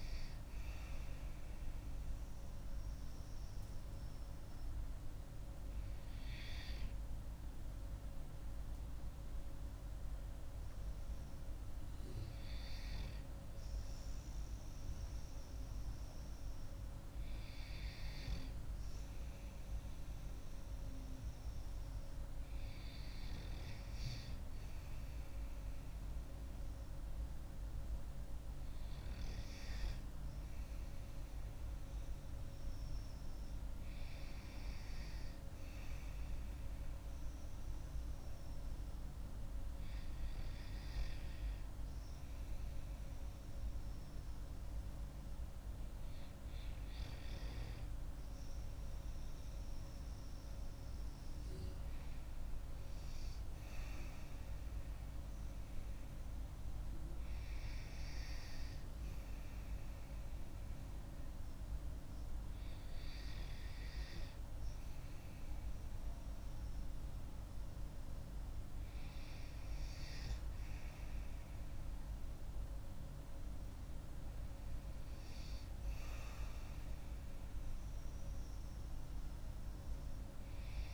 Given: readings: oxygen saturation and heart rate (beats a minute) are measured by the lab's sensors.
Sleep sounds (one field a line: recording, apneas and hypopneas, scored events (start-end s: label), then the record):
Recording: breathing in sleep, hard to hear, by a room microphone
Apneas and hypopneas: 2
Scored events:
2.00-17.50 s: hypopnea (oxygen 96% before, 94% lowest)
20.00-25.00 s: arousal
38.00-51.50 s: hypopnea (oxygen 96% before, 93% lowest)
From the record:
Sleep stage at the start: N2 (light sleep)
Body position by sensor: on the back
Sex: female